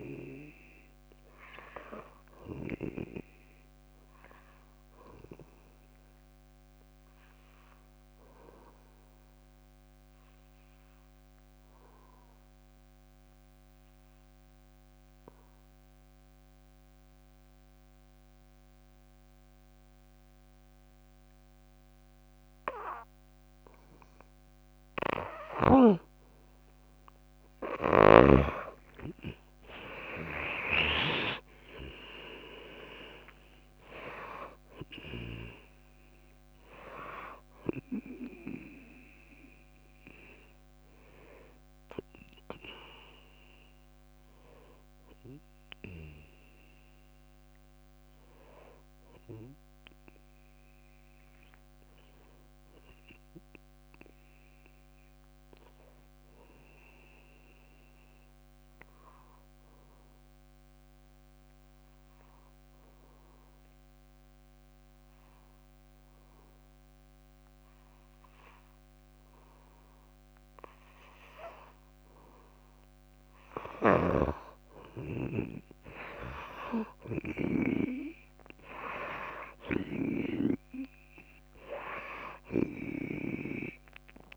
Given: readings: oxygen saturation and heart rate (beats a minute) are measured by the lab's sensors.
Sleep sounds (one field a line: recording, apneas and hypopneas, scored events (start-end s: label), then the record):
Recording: breathing in sleep by a microphone on the trachea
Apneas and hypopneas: 2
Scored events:
0.00-9.00 s: oxygen desaturation (device-marked, oxygen 88% lowest, heart rate 56 extreme)
6.50-23.50 s: obstructive apnea (oxygen 97% before, 82% lowest, heart rate 74 before, 56 extreme, up 12 after)
28.00-31.50 s: arousal
29.00-59.00 s: oxygen desaturation (device-marked, oxygen 97% before, 82% lowest, heart rate 58 before, 56 extreme)
32.50-34.50 s: long interval between heartbeats (device-marked, heart rate 60 before, 78 extreme)
33.00-45.00 s: drop in pulse transit time (device-marked, heart rate 61 before, 56 extreme)
47.00-84.37 s: new sleep stage, REM sleep
57.00-72.00 s: obstructive apnea (oxygen 97% before, 85% lowest, heart rate 60 before, 57 extreme, up 9 after)
74.00-77.00 s: arousal
74.00-77.50 s: snoring (device-marked)
74.00-84.37 s: oxygen desaturation (device-marked, oxygen 99% before, 88% lowest, heart rate 58 before, 57 extreme)
From the record:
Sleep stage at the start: N2 (light sleep)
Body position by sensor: on the back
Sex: female